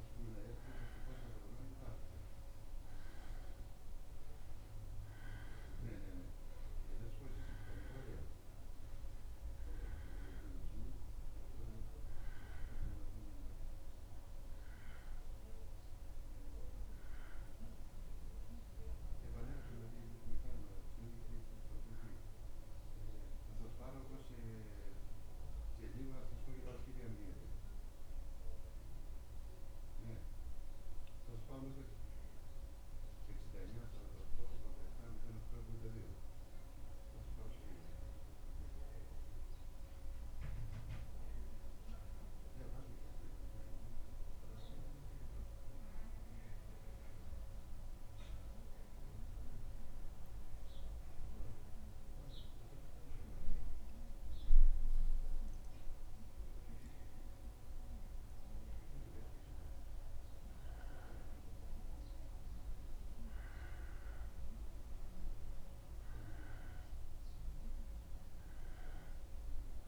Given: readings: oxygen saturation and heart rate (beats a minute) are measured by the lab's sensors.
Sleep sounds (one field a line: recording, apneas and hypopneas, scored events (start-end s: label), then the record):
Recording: breathing in sleep by a room microphone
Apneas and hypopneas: 1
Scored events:
0.00-3.00 s: oxygen desaturation (device-marked, oxygen 90% lowest, heart rate 74 extreme)
25.00-69.88 s: new sleep stage, N2 (light sleep)
28.00-32.50 s: arousal
34.50-59.00 s: mixed apnea (oxygen 95% before, 92% lowest, heart rate 76 before, 73 extreme, up 2 after)
61.00-69.00 s: oxygen desaturation (device-marked, oxygen 99% before, 92% lowest, heart rate 75 before, 71 extreme)
61.50-66.00 s: arousal
From the record:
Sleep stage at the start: N1 (lightest sleep)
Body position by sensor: on the back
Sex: male